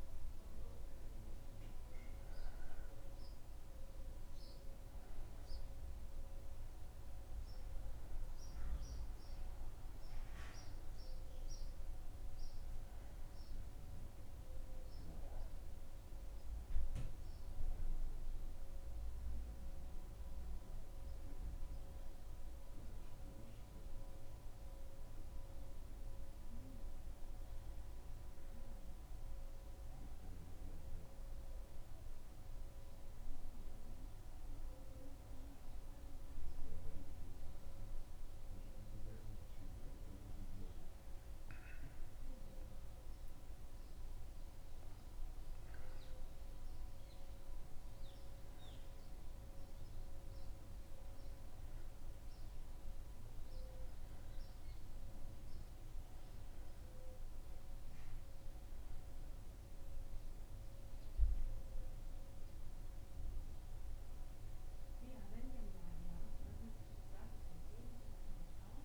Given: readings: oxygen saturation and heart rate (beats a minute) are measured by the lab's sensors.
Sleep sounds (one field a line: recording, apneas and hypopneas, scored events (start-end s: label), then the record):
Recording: breathing in sleep, hard to hear, by a room microphone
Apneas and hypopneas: 1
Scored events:
0.00-2.00 s: arousal
29.00-43.00 s: obstructive apnea (oxygen 95% before, 92% lowest, heart rate 76 before, 75 extreme, up 2 after)
43.50-48.00 s: arousal
From the record:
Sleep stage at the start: N2 (light sleep)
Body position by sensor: on the back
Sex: male